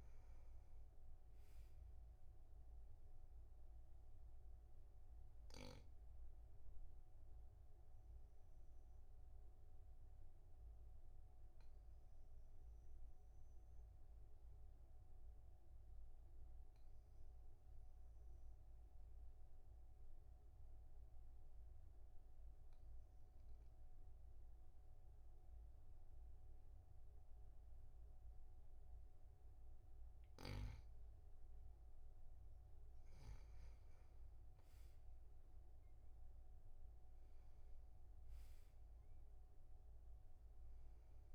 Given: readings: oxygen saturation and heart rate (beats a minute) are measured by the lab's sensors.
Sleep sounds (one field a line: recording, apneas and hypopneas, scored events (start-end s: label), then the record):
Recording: breathing in sleep, hard to hear, by a room microphone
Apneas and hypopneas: 1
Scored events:
4.00-30.00 s: obstructive apnea (oxygen 99% before, 95% lowest, heart rate 53 before, 46 extreme, up 6 after)
33.00-36.50 s: arousal
From the record:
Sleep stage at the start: N2 (light sleep)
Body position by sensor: on the back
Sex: male